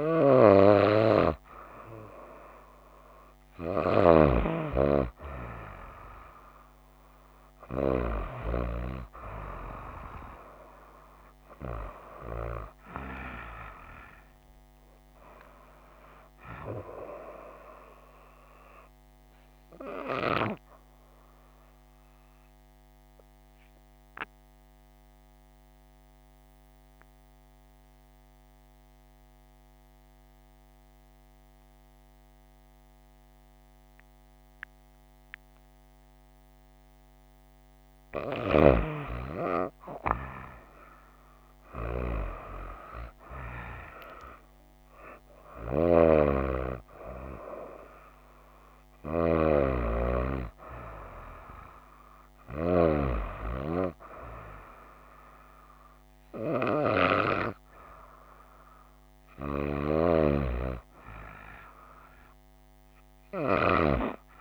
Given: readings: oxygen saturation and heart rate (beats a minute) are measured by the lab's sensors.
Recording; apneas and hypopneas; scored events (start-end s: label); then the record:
breathing in sleep by a microphone on the trachea; 1
16.00-19.50 s: arousal
22.00-38.00 s: obstructive apnea (oxygen 95% before, 93% lowest, heart rate 62 before, 54 extreme, up 3 after)
37.50-60.50 s: oxygen desaturation (device-marked, oxygen 96% before, 93% lowest, heart rate 62 before, 56 extreme)
40.00-43.00 s: arousal
From the record:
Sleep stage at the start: N2 (light sleep); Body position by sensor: on the right side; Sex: female